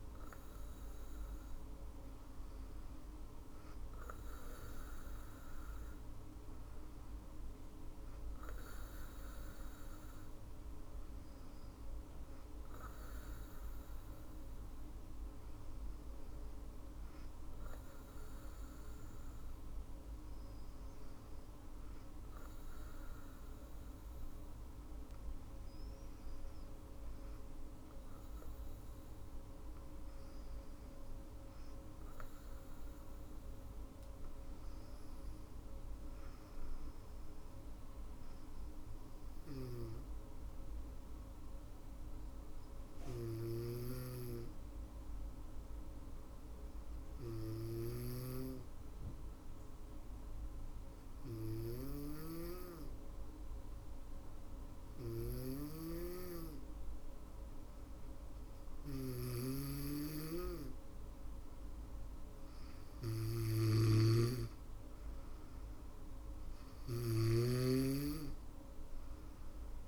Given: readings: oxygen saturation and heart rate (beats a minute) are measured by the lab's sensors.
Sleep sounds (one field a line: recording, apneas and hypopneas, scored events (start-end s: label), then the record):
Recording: breathing in sleep by a room microphone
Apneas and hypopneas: 1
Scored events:
0.00-5.50 s: drop in pulse transit time (device-marked, heart rate 52 extreme)
20.50-59.00 s: obstructive apnea (oxygen 98% before, 95% lowest, heart rate 54 before, 52 extreme, up 5 after)
42.50-47.00 s: snoring (device-marked)
58.00-69.88 s: snoring (device-marked)
60.50-64.00 s: arousal
62.50-69.88 s: drop in pulse transit time (device-marked, heart rate 60 before, 61 extreme)
From the record:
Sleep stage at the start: N2 (light sleep)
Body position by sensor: on the back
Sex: female